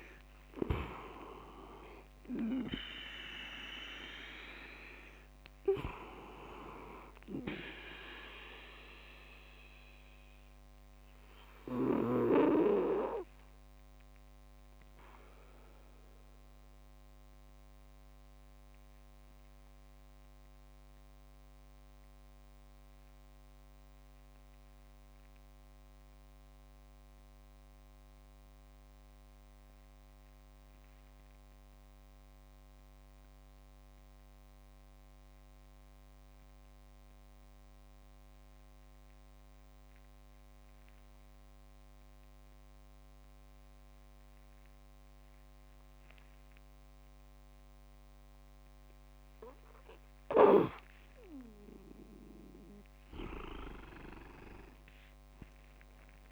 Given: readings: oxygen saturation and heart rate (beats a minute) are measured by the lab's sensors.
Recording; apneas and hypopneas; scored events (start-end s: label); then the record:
breathing in sleep by a microphone on the trachea; 1
0.00-11.00 s: oxygen desaturation (device-marked, oxygen 92% lowest)
7.00-56.32 s: new sleep stage, REM sleep
11.00-49.00 s: obstructive apnea (oxygen 98% before, 93% lowest)
52.00-56.00 s: arousal
From the record:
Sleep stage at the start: N2 (light sleep); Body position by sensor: on the back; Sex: male